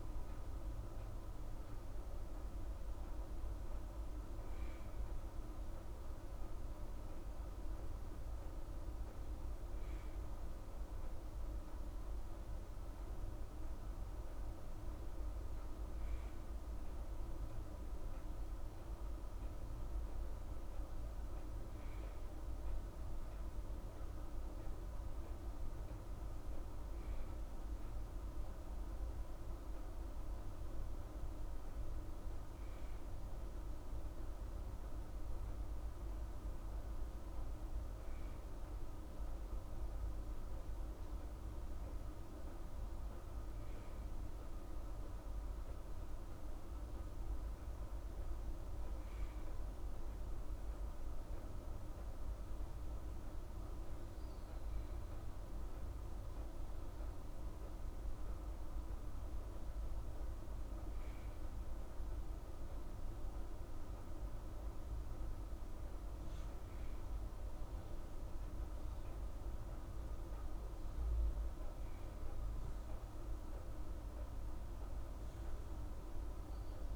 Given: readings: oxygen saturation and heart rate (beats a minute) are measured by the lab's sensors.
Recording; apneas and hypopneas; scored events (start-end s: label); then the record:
breathing in sleep, hard to hear, by a room microphone; none
none scored
From the record:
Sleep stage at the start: N2 (light sleep); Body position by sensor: on the right side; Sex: female